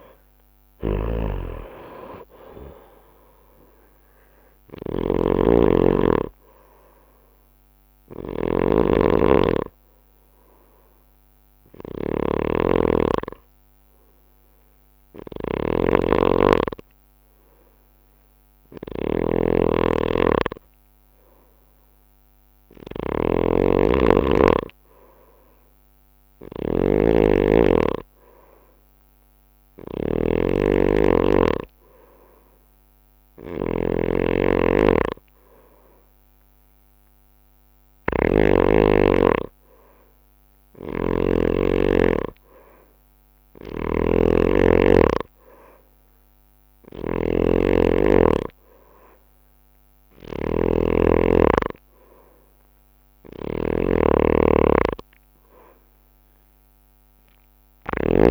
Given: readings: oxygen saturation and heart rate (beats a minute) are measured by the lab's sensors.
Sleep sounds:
breathing in sleep by a microphone on the trachea; 1
0.00-58.31 s: snoring (device-marked)
2.00-6.00 s: arousal
10.50-22.50 s: hypopnea (oxygen 94% before, 91% lowest)
27.00-31.00 s: arousal
40.50-45.50 s: oxygen desaturation (device-marked, oxygen 98% before, 94% lowest)
From the record:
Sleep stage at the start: N2 (light sleep); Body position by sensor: on the right side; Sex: male

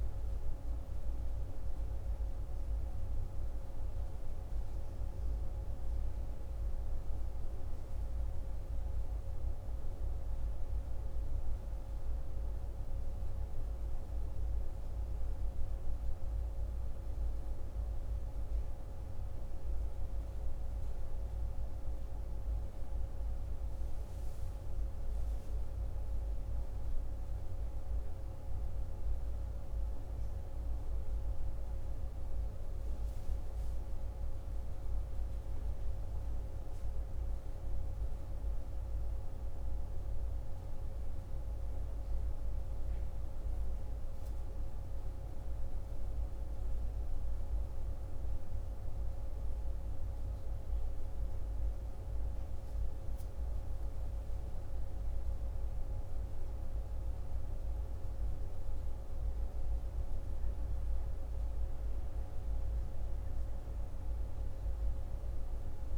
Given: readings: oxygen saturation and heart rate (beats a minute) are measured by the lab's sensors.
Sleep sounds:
breathing in sleep, hard to hear, by a room microphone; none
22.50-26.50 s: arousal
From the record:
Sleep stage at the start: N1 (lightest sleep); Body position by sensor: on the right side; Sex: male

